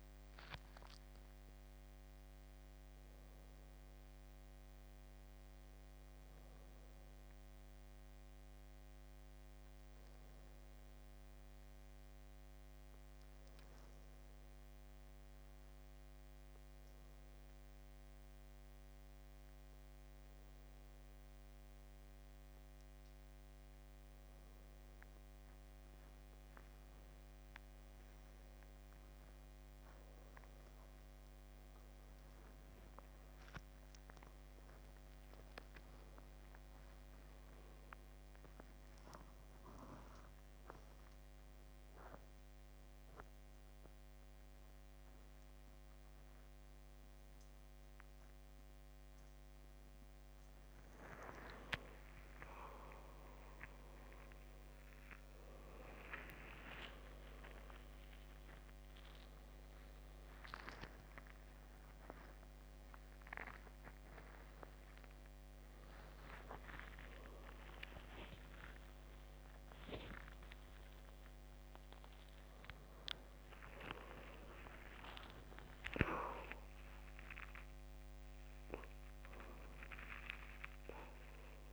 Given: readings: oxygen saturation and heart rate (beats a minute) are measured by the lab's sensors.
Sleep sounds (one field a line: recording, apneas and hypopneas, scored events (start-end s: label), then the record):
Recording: a person awake in a sleep study, by a microphone on the trachea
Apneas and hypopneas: none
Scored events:
0.00-3.00 s: oxygen desaturation (device-marked, oxygen 91% lowest, heart rate 93 extreme)
From the record:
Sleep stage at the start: awake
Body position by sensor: upright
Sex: male